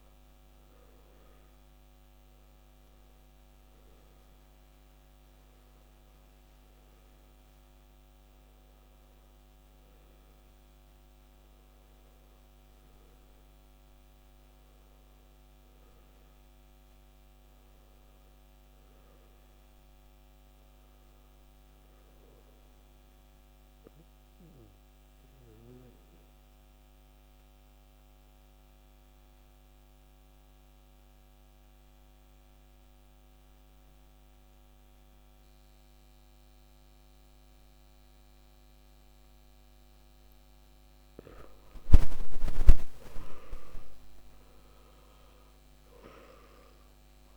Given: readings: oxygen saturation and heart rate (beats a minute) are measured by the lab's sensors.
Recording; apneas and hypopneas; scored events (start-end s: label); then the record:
breathing in sleep by a microphone on the trachea; 1
14.50-18.00 s: arousal
23.50-41.00 s: obstructive apnea (oxygen 95% before, 91% lowest, heart rate 59 before, 52 extreme, up 16 after)
37.00-47.37 s: new sleep stage, N1 (lightest sleep)
45.00-47.37 s: arousal
From the record:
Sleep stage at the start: N2 (light sleep); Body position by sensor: on the back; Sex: male